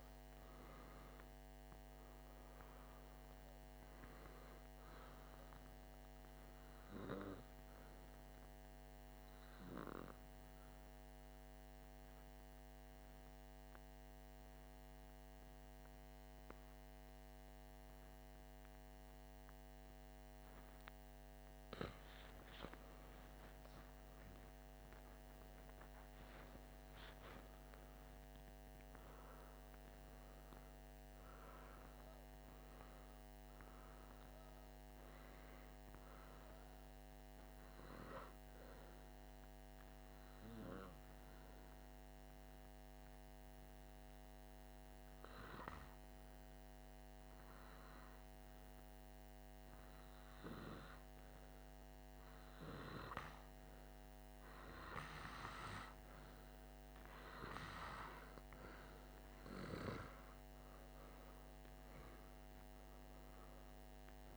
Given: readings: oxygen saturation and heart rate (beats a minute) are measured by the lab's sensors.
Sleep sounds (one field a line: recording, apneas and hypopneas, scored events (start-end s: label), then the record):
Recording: breathing in sleep by a microphone on the trachea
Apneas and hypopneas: 2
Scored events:
0.00-16.00 s: oxygen desaturation (device-marked, oxygen 94% lowest, heart rate 51 extreme)
6.00-20.50 s: obstructive apnea (oxygen 100% before, 94% lowest, heart rate 53 before, 51 extreme, up 2 after)
23.50-27.50 s: arousal
39.00-58.50 s: obstructive apnea (oxygen 98% before, 95% lowest, heart rate 53 before, 51 extreme, up 1 after)
60.50-64.37 s: arousal
From the record:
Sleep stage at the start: N2 (light sleep)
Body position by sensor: on the back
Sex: male